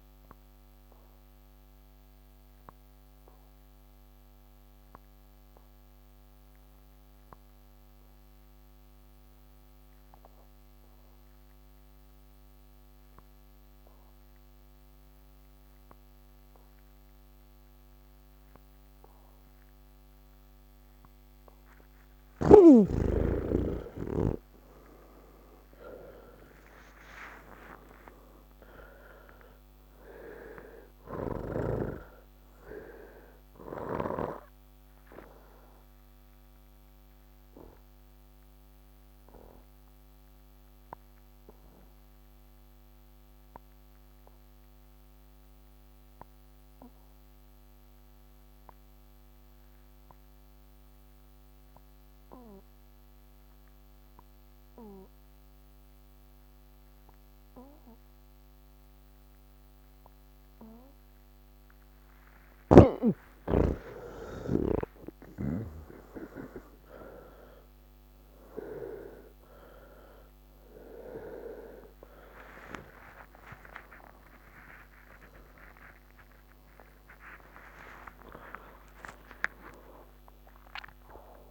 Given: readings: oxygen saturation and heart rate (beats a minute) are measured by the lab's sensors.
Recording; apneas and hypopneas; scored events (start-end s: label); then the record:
breathing in sleep by a microphone on the trachea; 2
0.00-3.00 s: oxygen desaturation (device-marked, oxygen 81% lowest, heart rate 28 extreme)
2.50-22.50 s: obstructive apnea (oxygen 91% before, 82% lowest, heart rate 173 before, 28 extreme, up 58 after)
15.00-50.00 s: oxygen desaturation (device-marked, oxygen 98% before, 83% lowest)
35.00-62.00 s: obstructive apnea (oxygen 98% before, 80% lowest)
52.00-81.50 s: oxygen desaturation (device-marked, oxygen 97% before, 80% lowest)
From the record:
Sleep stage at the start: N3 (deep sleep); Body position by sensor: on the back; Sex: male